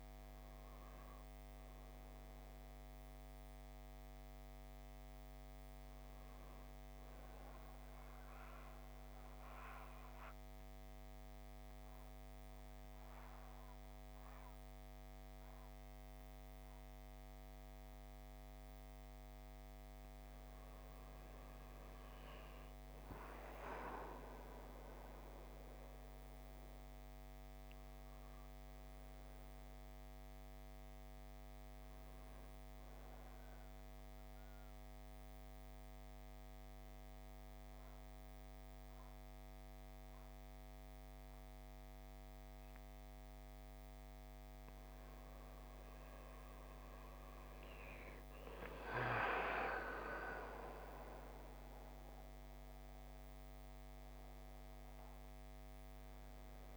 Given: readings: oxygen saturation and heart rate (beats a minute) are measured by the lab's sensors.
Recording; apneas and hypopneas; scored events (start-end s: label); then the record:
breathing in sleep by a microphone on the trachea; 2
0.00-9.50 s: oxygen desaturation (device-marked, oxygen 86% lowest, heart rate 51 extreme)
8.00-19.00 s: central apnea (oxygen 97% before, 93% lowest, heart rate 60 before, 51 extreme, up 9 after)
20.50-26.00 s: arousal
31.50-43.50 s: oxygen desaturation (device-marked, oxygen 97% before, 93% lowest, heart rate 55 before, 52 extreme)
33.00-43.50 s: central apnea (oxygen 98% before, 85% lowest, heart rate 55 before, 52 extreme, up 7 after)
46.00-49.00 s: arousal
From the record:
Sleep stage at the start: N2 (light sleep); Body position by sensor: on the back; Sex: male